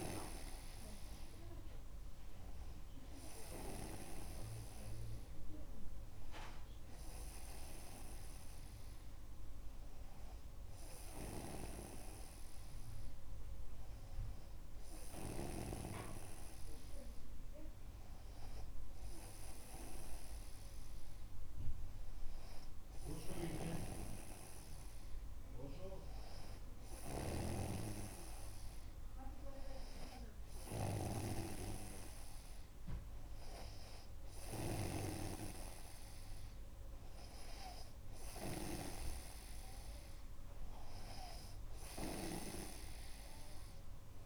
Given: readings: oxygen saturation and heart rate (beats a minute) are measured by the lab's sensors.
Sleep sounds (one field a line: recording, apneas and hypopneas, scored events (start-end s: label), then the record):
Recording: breathing in sleep by a room microphone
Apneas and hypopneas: none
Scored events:
27.50-35.50 s: snoring (device-marked)
From the record:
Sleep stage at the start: N2 (light sleep)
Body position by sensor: on the right side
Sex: male